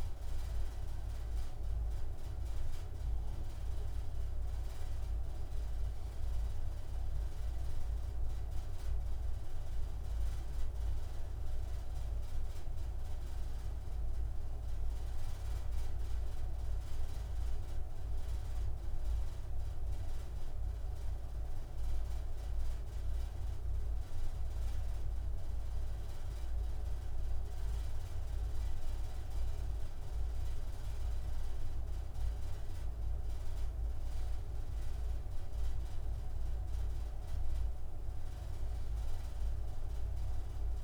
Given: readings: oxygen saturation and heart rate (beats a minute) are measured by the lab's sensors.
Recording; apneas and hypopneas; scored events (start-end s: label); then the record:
a person awake in a sleep study, hard to hear, by a room microphone; none
none scored
From the record:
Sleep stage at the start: awake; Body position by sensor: on the right side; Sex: male